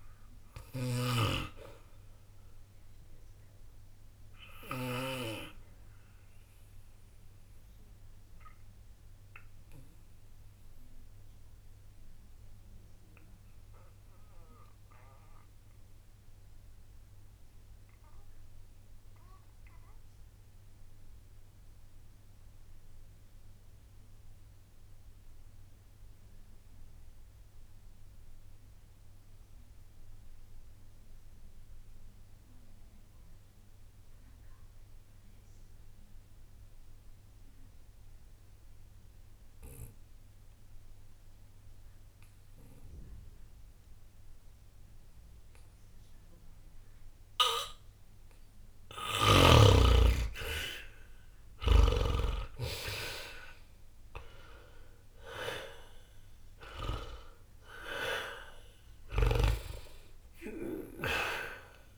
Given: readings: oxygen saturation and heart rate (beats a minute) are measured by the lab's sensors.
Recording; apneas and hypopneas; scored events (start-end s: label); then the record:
breathing in sleep by a room microphone; 1
0.00-22.50 s: oxygen desaturation (device-marked, oxygen 75% lowest, heart rate 60 extreme)
3.50-50.00 s: obstructive apnea (oxygen 94% before, 73% lowest, heart rate 60 before, 60 extreme, up 0 after)
37.50-61.98 s: oxygen desaturation (device-marked, oxygen 99% before, 73% lowest, heart rate 60 before, 60 extreme)
52.00-57.00 s: arousal
From the record:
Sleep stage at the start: N2 (light sleep); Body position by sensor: on the back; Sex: male